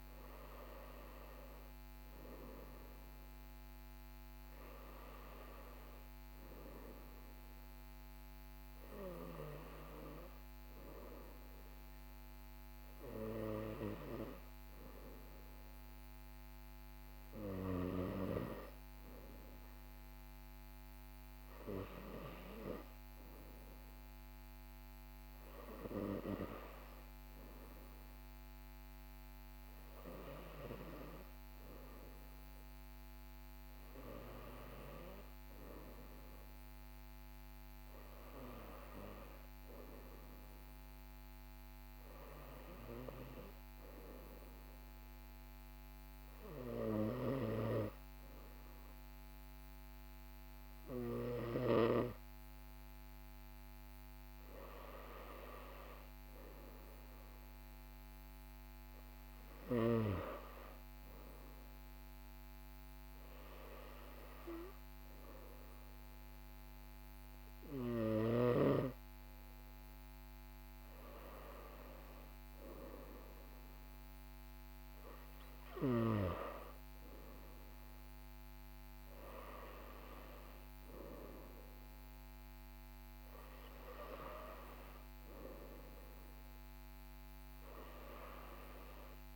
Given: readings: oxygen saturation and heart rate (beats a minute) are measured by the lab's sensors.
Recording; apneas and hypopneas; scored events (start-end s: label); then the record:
breathing in sleep by a microphone on the trachea; none
31.00-89.36 s: new sleep stage, N2 (light sleep)
From the record:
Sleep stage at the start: N1 (lightest sleep); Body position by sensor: on the right side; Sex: male